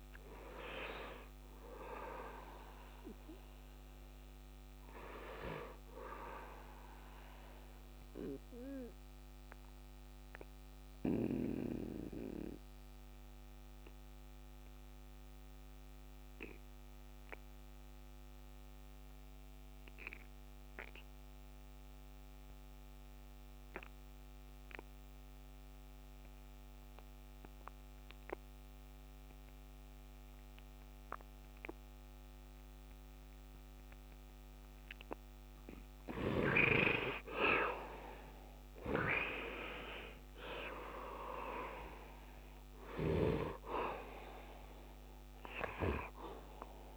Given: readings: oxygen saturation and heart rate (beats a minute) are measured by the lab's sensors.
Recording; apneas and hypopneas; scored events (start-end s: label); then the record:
breathing in sleep by a microphone on the trachea; 1
0.00-11.50 s: oxygen desaturation (device-marked, oxygen 70% lowest, heart rate 69 extreme)
8.00-34.00 s: obstructive apnea (oxygen 98% before, 71% lowest, heart rate 79 before, 66 extreme, up 10 after)
31.50-46.97 s: oxygen desaturation (device-marked, oxygen 99% before, 72% lowest, heart rate 72 before, 66 extreme)
36.50-40.50 s: arousal
From the record:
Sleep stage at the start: N2 (light sleep); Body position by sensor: on the right side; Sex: male